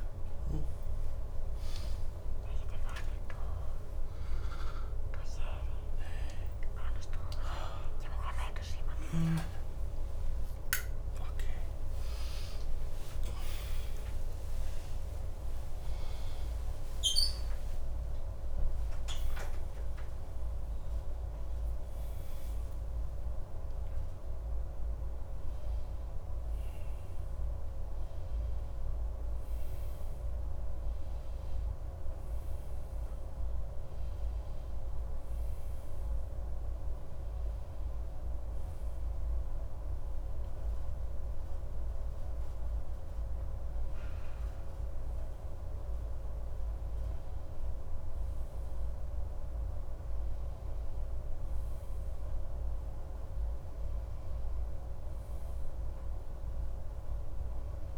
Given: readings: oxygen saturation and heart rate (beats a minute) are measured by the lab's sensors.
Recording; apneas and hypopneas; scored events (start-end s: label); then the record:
a person awake in a sleep study, hard to hear, by a room microphone; none
45.50-57.98 s: new sleep stage, N1 (lightest sleep)
From the record:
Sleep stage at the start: awake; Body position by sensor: on the right side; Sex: male